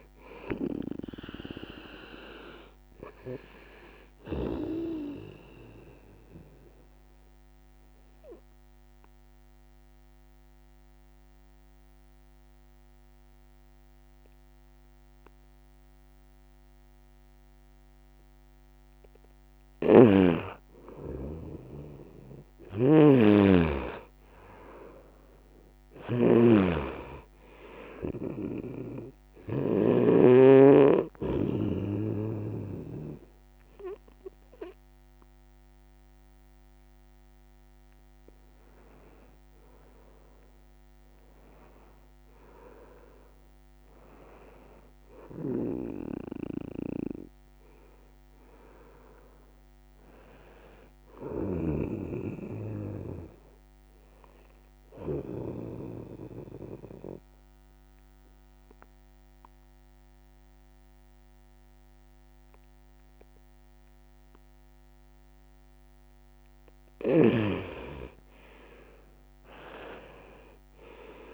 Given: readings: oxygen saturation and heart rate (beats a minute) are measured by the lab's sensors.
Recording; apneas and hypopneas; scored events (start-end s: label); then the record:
breathing in sleep by a microphone on the trachea; 2
0.00-21.50 s: oxygen desaturation (device-marked, oxygen 90% lowest, heart rate 66 extreme)
6.50-19.50 s: obstructive apnea (oxygen 99% before, 90% lowest, heart rate 73 before, 66 extreme, up 6 after)
19.50-29.50 s: snoring (device-marked)
22.00-25.50 s: arousal
36.50-49.50 s: oxygen desaturation (device-marked, oxygen 98% before, 93% lowest, heart rate 70 before, 69 extreme)
53.50-66.50 s: obstructive apnea (oxygen 98% before, 89% lowest, heart rate 70 before, 68 extreme, up 4 after)
69.00-71.34 s: arousal
From the record:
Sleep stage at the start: N2 (light sleep); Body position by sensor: on the right side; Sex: male